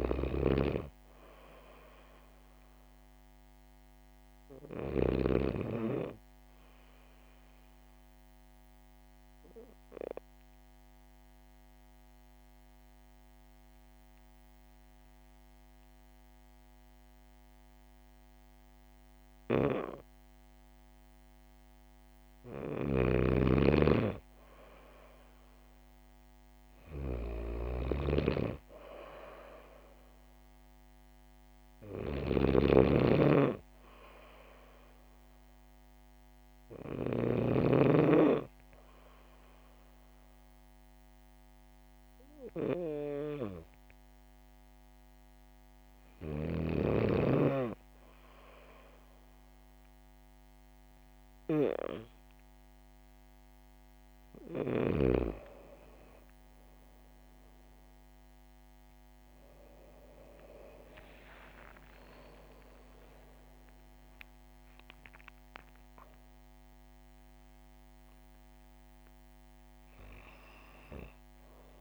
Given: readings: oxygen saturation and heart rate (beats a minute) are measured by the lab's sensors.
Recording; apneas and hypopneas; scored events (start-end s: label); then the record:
breathing in sleep by a microphone on the trachea; 1
0.00-5.00 s: snoring (device-marked)
8.50-21.00 s: obstructive apnea (oxygen 99% before, 94% lowest, heart rate 62 before, 59 extreme, up 6 after)
19.00-37.00 s: snoring (device-marked)
23.00-27.00 s: arousal
60.50-65.00 s: arousal
From the record:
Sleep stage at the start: N2 (light sleep); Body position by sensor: on the back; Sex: female